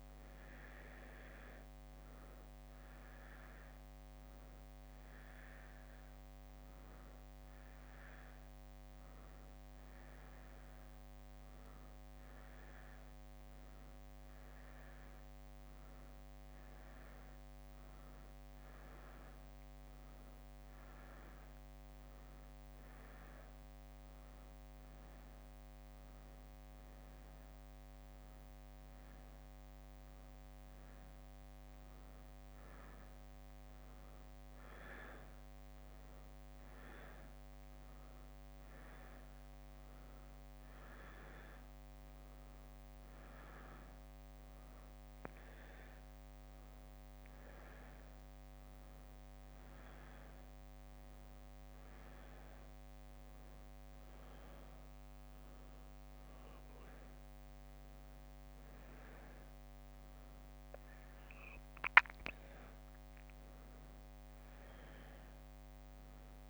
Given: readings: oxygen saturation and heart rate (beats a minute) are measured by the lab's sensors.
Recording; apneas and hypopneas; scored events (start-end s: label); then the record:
a person awake in a sleep study, hard to hear, by a microphone on the trachea; 1
0.50-10.00 s: leg movement (device-marked)
12.00-18.00 s: leg movement (device-marked)
22.00-30.50 s: leg movement (device-marked)
22.00-32.00 s: hypopnea (oxygen 98% before, 92% lowest, heart rate 64 before, 61 extreme, up 3 after)
22.50-24.50 s: bradycardia (device-marked, heart rate 66 before, 63 extreme)
26.50-55.50 s: oxygen desaturation (device-marked, oxygen 97% before, 92% lowest, heart rate 63 before, 61 extreme)
32.00-38.50 s: leg movement (device-marked)
57.50-66.50 s: leg movement (device-marked)
60.50-66.50 s: drop in pulse transit time (device-marked, heart rate 62 before, 62 extreme)
From the record:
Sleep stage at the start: awake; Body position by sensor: on the back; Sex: female